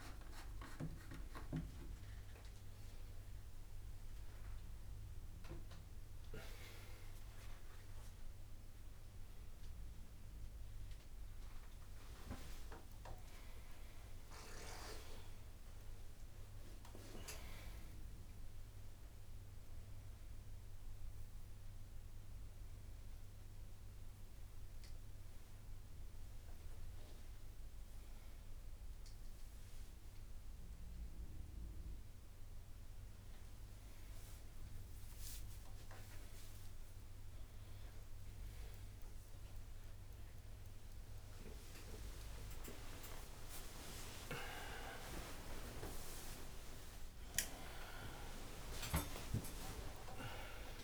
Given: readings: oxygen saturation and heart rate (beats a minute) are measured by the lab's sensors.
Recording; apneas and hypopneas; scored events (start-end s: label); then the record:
a person awake in a sleep study, by a room microphone; none
0.00-5.50 s: tachycardia (device-marked, heart rate 102 extreme)
0.50-13.50 s: drop in pulse transit time (device-marked, heart rate 93 before, 83 extreme)
2.50-4.50 s: long interval between heartbeats (device-marked, heart rate 92 before, 101 extreme)
41.50-43.50 s: long interval between heartbeats (device-marked, heart rate 79 before, 94 extreme)
44.50-50.84 s: drop in pulse transit time (device-marked, heart rate 81 before, 65 extreme)
48.50-50.50 s: long interval between heartbeats (device-marked, heart rate 85 before, 99 extreme)
From the record:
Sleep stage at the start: awake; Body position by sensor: upright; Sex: male